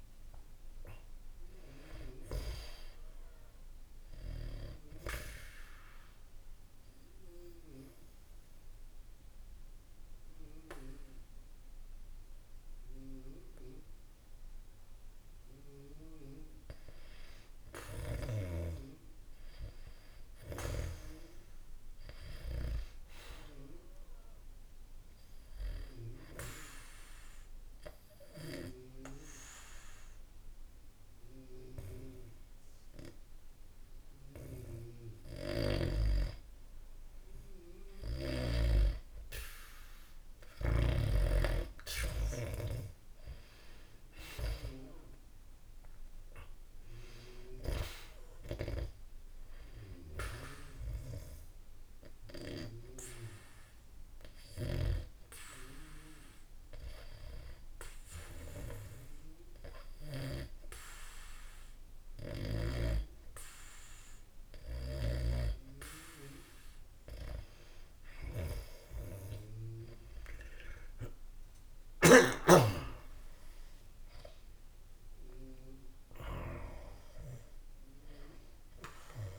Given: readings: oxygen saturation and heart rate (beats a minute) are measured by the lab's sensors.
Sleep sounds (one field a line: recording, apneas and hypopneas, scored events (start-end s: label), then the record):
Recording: breathing in sleep by a room microphone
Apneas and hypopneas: 3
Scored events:
0.00-16.00 s: oxygen desaturation (device-marked, oxygen 89% lowest, heart rate 64 extreme)
5.00-16.50 s: obstructive apnea (oxygen 98% before, 89% lowest, heart rate 77 before, 64 extreme, up 0 after)
11.00-71.00 s: new sleep stage, N2 (light sleep)
18.00-21.50 s: arousal
26.50-38.50 s: obstructive apnea (oxygen 97% before, 91% lowest, heart rate 67 before, 66 extreme, up 3 after)
35.00-38.50 s: snoring (device-marked)
41.50-45.00 s: arousal
47.00-67.00 s: oxygen desaturation (device-marked, oxygen 95% before, 91% lowest, heart rate 67 before, 65 extreme)
51.00-64.50 s: obstructive apnea (oxygen 97% before, 90% lowest, heart rate 68 before, 66 extreme, up 21 after)
71.00-79.39 s: new sleep stage, N1 (lightest sleep)
71.50-76.50 s: arousal
From the record:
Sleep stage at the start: N1 (lightest sleep)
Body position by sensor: on the back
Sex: male